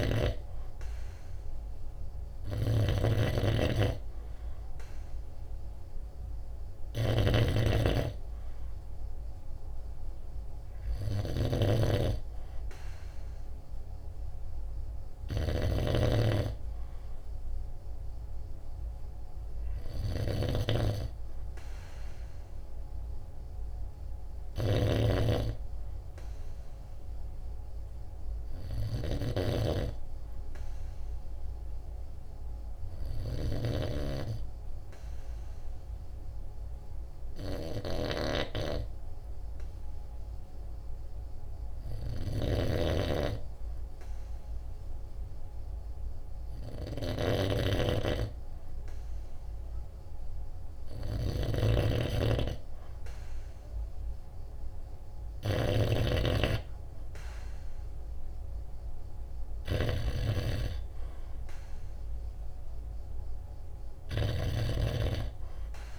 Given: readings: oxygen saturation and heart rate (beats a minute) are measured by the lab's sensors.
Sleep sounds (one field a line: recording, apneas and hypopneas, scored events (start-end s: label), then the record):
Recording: breathing in sleep by a room microphone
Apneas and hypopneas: 1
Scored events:
7.50-20.50 s: snoring (device-marked)
24.00-28.00 s: arousal
31.50-47.00 s: hypopnea (oxygen 95% before, 93% lowest, heart rate 49 before, 47 extreme, up 1 after)
49.00-52.50 s: arousal
51.50-56.00 s: snoring (device-marked)
From the record:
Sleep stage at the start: N2 (light sleep)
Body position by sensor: on the right side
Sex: male